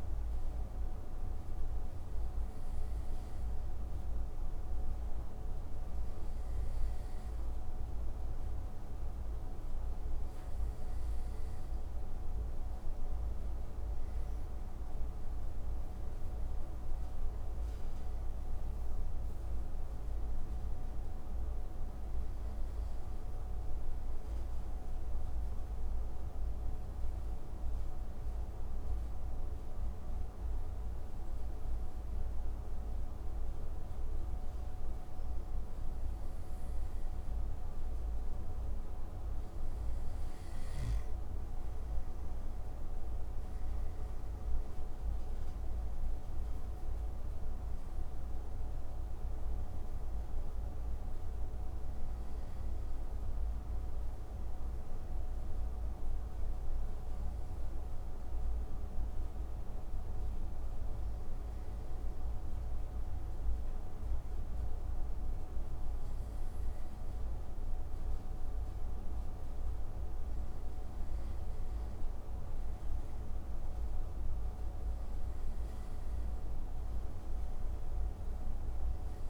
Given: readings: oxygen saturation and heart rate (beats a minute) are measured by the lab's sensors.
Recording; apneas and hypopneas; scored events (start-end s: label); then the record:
breathing in sleep, hard to hear, by a room microphone; 1
23.00-37.00 s: obstructive apnea (oxygen 94% before, 92% lowest)
41.50-45.50 s: arousal
47.50-66.50 s: oxygen desaturation (device-marked, oxygen 95% before, 92% lowest)
From the record:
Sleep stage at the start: N2 (light sleep); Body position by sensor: on the right side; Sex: male